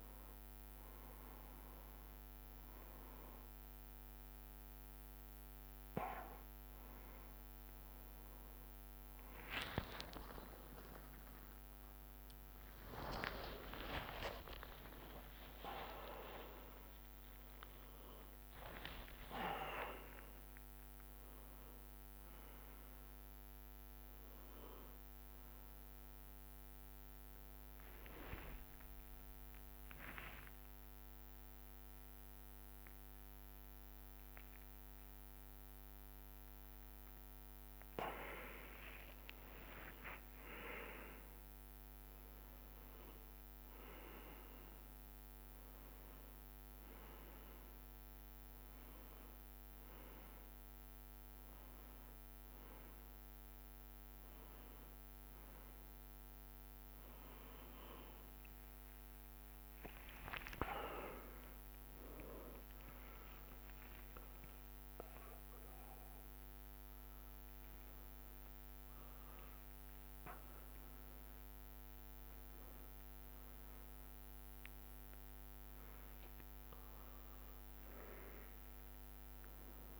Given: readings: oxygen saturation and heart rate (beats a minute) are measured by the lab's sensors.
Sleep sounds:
a person awake in a sleep study, by a microphone on the trachea; none
0.00-7.50 s: drop in pulse transit time (device-marked, heart rate 71 extreme)
2.00-4.00 s: long interval between heartbeats (device-marked, heart rate 76 before, 75 extreme)
7.50-17.50 s: tachycardia (device-marked, heart rate 94 before, 168 extreme)
10.50-12.50 s: long interval between heartbeats (device-marked, heart rate 76 before, 114 extreme)
13.00-15.00 s: long interval between heartbeats (device-marked, heart rate 81 before, 147 extreme)
16.00-18.00 s: long interval between heartbeats (device-marked, heart rate 92 before, 134 extreme)
35.50-37.50 s: long interval between heartbeats (device-marked, heart rate 86 before, 67 extreme)
From the record:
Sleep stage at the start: awake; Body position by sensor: on the back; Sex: male

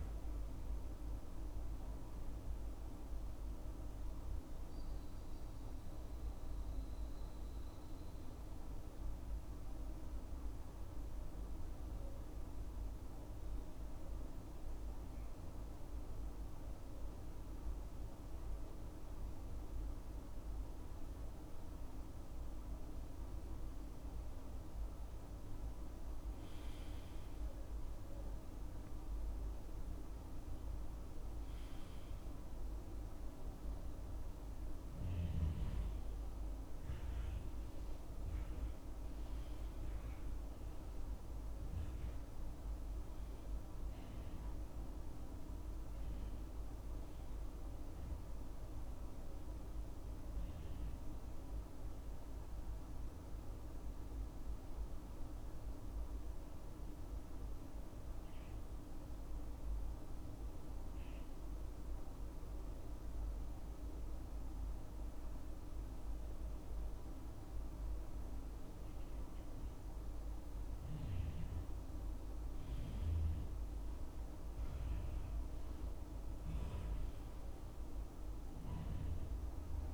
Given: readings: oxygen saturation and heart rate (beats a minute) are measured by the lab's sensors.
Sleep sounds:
breathing in sleep, hard to hear, by a room microphone; 2
10.00-23.50 s: central apnea (oxygen 95% before, 85% lowest, heart rate 69 before, 66 extreme, up 9 after)
17.00-57.00 s: oxygen desaturation (device-marked, oxygen 95% before, 85% lowest, heart rate 68 before, 67 extreme)
26.00-29.00 s: arousal
44.00-47.50 s: arousal
52.50-69.50 s: hypopnea (oxygen 93% before, 89% lowest, heart rate 71 before, 67 extreme, up 6 after)
72.00-75.50 s: arousal
From the record:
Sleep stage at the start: N2 (light sleep); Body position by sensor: on the left side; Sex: male

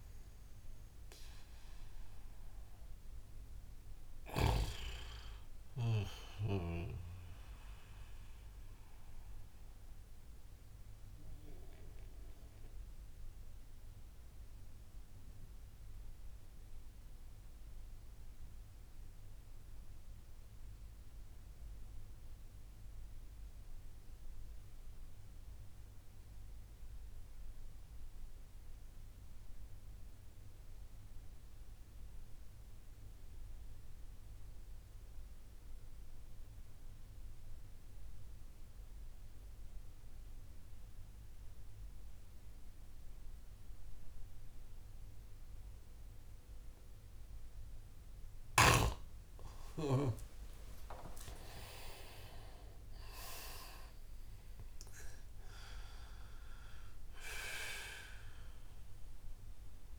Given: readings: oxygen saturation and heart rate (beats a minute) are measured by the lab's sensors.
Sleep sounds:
breathing in sleep by a room microphone; 1
0.00-13.00 s: oxygen desaturation (device-marked, oxygen 91% lowest)
6.50-50.00 s: mixed apnea (oxygen 96% before, 90% lowest)
39.00-59.99 s: oxygen desaturation (device-marked, oxygen 97% before, 90% lowest)
51.50-56.50 s: arousal
From the record:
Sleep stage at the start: N2 (light sleep); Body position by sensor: on the back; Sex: male

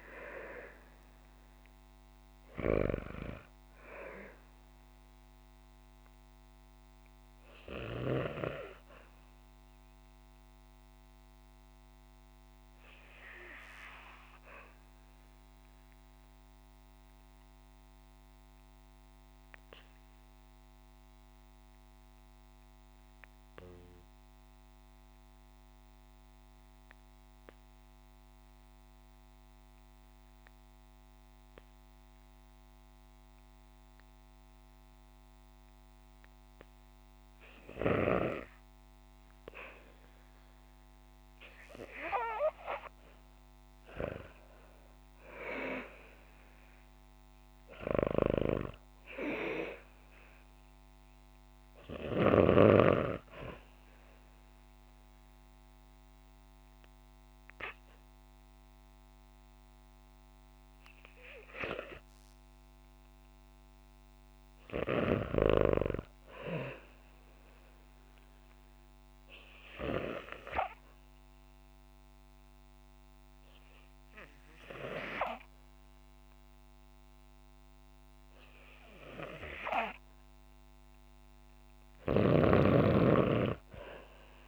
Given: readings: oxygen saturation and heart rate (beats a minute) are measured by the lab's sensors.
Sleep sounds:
breathing in sleep by a microphone on the trachea; 3
0.00-20.50 s: oxygen desaturation (device-marked, oxygen 82% lowest, heart rate 51 extreme)
5.50-37.50 s: obstructive apnea (oxygen 97% before, 82% lowest, heart rate 61 before, 51 extreme, up 3 after)
36.50-63.50 s: oxygen desaturation (device-marked, oxygen 98% before, 82% lowest, heart rate 57 before, 52 extreme)
41.50-46.50 s: arousal
53.50-63.50 s: obstructive apnea (oxygen 98% before, 82% lowest, heart rate 55 before, 61 extreme, up 2 after)
65.50-68.50 s: arousal
69.50-79.50 s: obstructive apnea (oxygen 98% before, 84% lowest, heart rate 65 before, 54 extreme, up 1 after)
81.50-84.48 s: arousal
From the record:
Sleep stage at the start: REM sleep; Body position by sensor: on the back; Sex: female

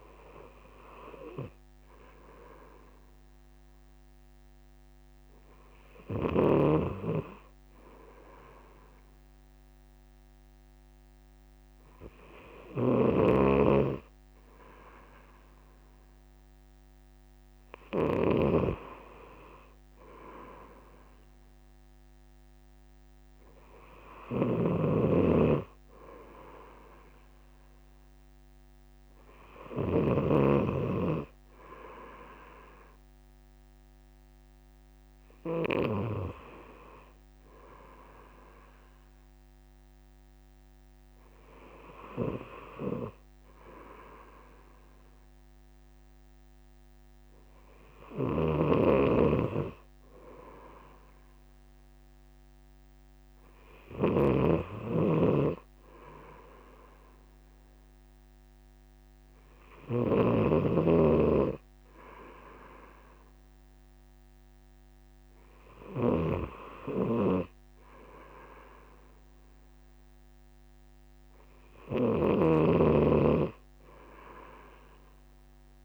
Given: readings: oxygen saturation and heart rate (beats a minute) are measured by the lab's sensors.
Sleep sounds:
breathing in sleep by a microphone on the trachea; none
12.50-18.50 s: snoring (device-marked)
24.50-36.00 s: snoring (device-marked)
42.00-72.50 s: snoring (device-marked)
From the record:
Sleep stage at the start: N2 (light sleep); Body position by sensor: on the right side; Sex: male

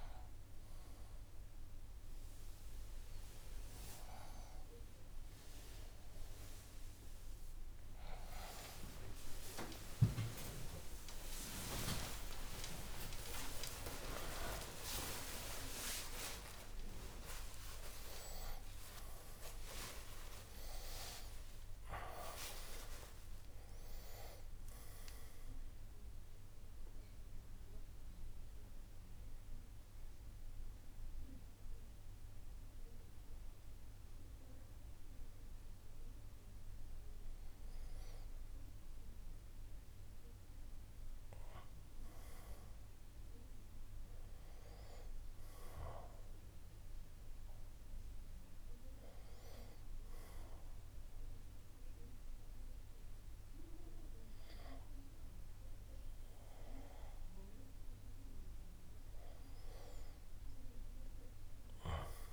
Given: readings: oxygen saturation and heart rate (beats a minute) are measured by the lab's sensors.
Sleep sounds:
breathing in sleep by a room microphone; none
11.50-62.33 s: new sleep stage, N1 (lightest sleep)
12.00-19.00 s: arousal
From the record:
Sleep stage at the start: N2 (light sleep); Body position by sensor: on the back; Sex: male

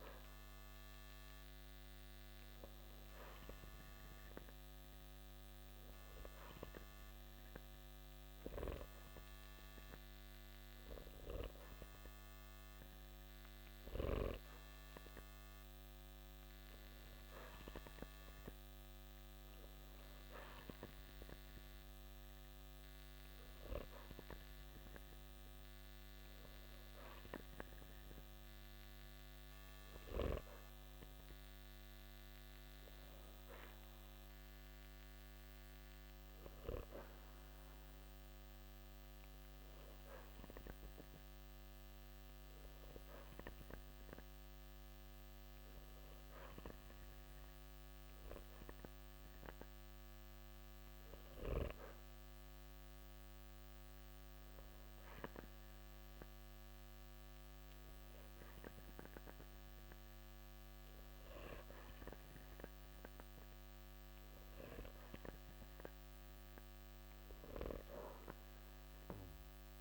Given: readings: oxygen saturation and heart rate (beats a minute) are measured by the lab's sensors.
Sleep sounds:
breathing in sleep by a microphone on the trachea; 1
47.00-65.50 s: hypopnea (oxygen 93% before, 91% lowest, heart rate 56 before, 54 extreme, up 0 after)
68.50-69.81 s: arousal
From the record:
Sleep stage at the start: N2 (light sleep); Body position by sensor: on the back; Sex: male

